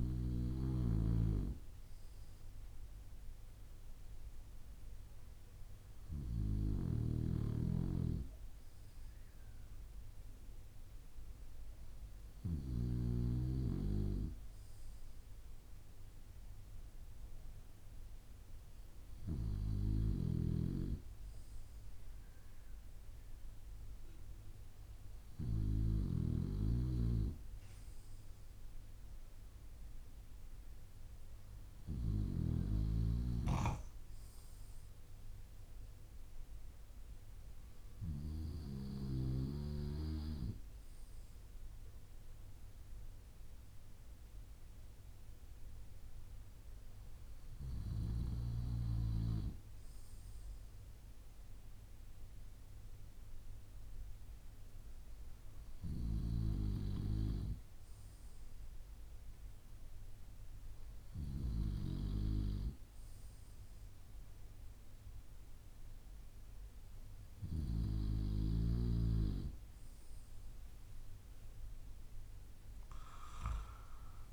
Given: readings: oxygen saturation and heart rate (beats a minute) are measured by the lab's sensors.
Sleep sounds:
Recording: breathing in sleep by a room microphone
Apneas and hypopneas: none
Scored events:
7.50-13.50 s: snoring (device-marked)
26.00-32.50 s: snoring (device-marked)
From the record:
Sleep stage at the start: N2 (light sleep)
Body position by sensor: on the back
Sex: male

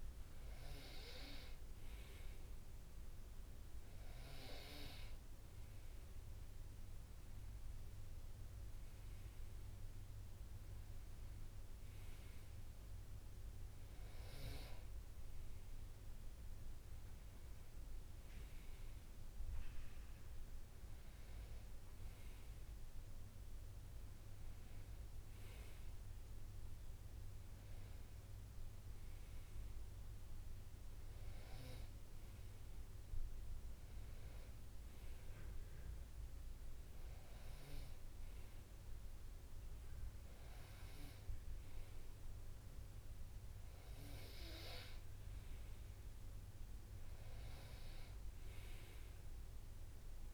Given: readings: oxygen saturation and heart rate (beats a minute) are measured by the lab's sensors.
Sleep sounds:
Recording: breathing in sleep by a room microphone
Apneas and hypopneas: none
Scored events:
none scored
From the record:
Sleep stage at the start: N2 (light sleep)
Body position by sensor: on the right side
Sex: male

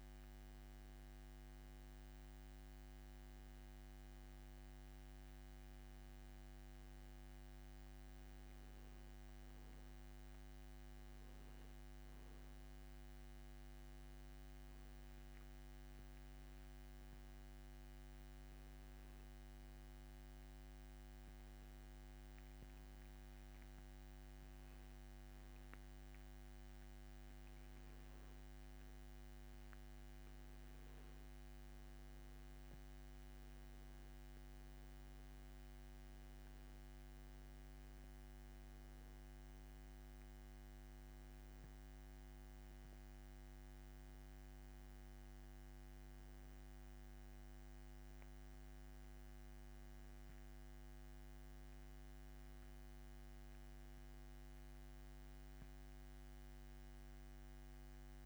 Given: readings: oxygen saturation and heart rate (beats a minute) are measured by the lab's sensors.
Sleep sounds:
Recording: breathing in sleep, hard to hear, by a microphone on the trachea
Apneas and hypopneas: 1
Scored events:
17.00-28.00 s: hypopnea (oxygen 94% before, 92% lowest)
30.00-33.00 s: arousal
From the record:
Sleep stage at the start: N2 (light sleep)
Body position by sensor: on the back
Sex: male

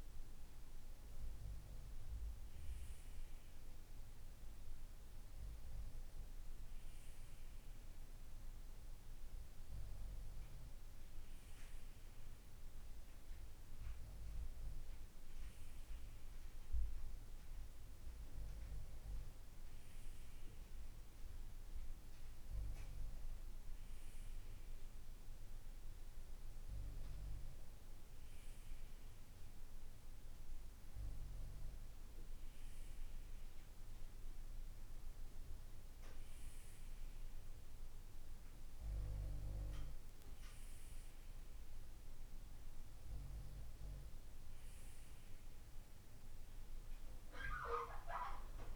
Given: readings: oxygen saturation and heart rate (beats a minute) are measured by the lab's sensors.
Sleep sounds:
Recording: breathing in sleep, hard to hear, by a room microphone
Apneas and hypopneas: none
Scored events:
none scored
From the record:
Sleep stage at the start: N2 (light sleep)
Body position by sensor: on the right side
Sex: male

